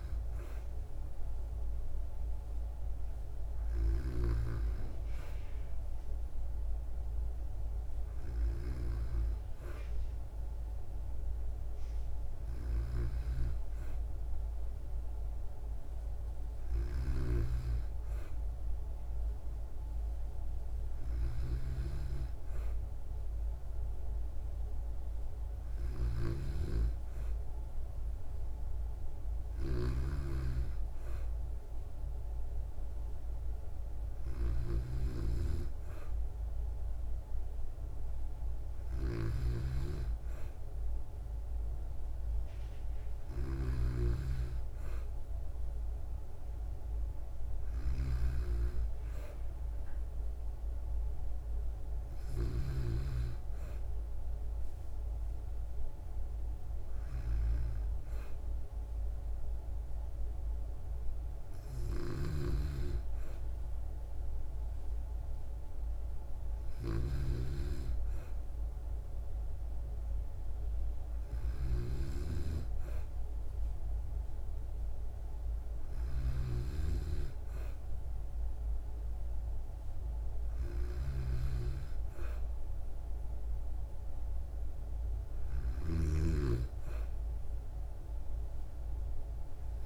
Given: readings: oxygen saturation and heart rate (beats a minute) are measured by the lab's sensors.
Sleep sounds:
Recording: breathing in sleep by a room microphone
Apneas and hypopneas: none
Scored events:
62.00-67.00 s: snoring (device-marked)
From the record:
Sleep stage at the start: N2 (light sleep)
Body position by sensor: on the back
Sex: female

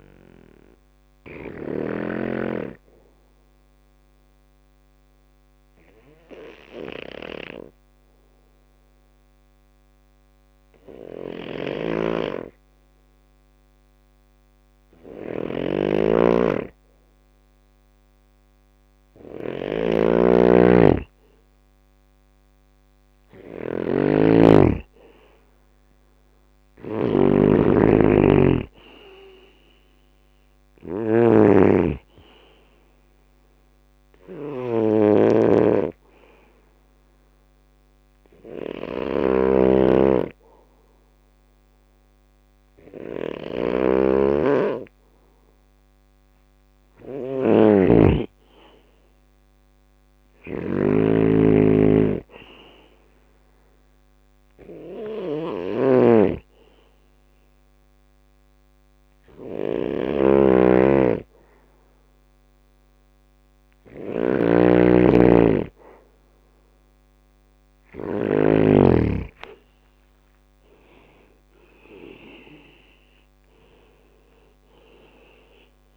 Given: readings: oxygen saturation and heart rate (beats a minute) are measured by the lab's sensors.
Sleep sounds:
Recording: breathing in sleep by a microphone on the trachea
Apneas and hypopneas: 3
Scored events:
0.00-1.00 s: snoring (device-marked)
0.00-4.00 s: drop in pulse transit time (device-marked, heart rate 62 extreme)
0.00-15.00 s: oxygen desaturation (device-marked, oxygen 89% lowest, heart rate 62 extreme)
1.50-17.00 s: obstructive apnea (oxygen 98% before, 89% lowest, heart rate 66 before, 64 extreme, up 4 after)
10.50-67.50 s: snoring (device-marked)
21.00-32.00 s: drop in pulse transit time (device-marked, heart rate 65 before, 65 extreme)
22.50-26.50 s: arousal
27.00-46.00 s: oxygen desaturation (device-marked, oxygen 98% before, 93% lowest, heart rate 66 before, 64 extreme)
34.50-46.50 s: obstructive apnea (oxygen 98% before, 93% lowest, heart rate 66 before, 64 extreme, up 2 after)
54.00-65.00 s: hypopnea (oxygen 96% before, 93% lowest, heart rate 66 before, 64 extreme, up 11 after)
69.00-72.50 s: arousal
72.00-75.97 s: drop in pulse transit time (device-marked, heart rate 66 before, 69 extreme)
From the record:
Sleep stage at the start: N2 (light sleep)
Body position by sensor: on the back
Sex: male

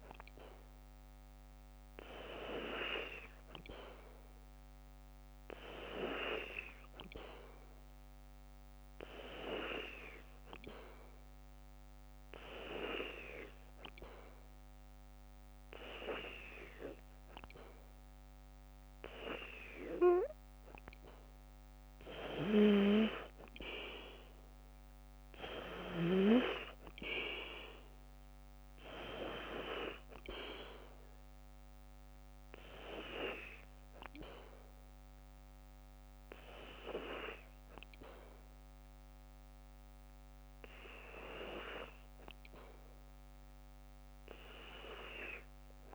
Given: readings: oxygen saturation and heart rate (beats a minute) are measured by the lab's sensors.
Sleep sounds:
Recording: breathing in sleep by a microphone on the trachea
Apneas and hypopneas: 1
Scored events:
6.00-19.00 s: hypopnea (oxygen 94% before, 91% lowest, heart rate 56 before, 52 extreme, up 6 after)
20.50-23.50 s: arousal
From the record:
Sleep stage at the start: N2 (light sleep)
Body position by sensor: on the back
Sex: female

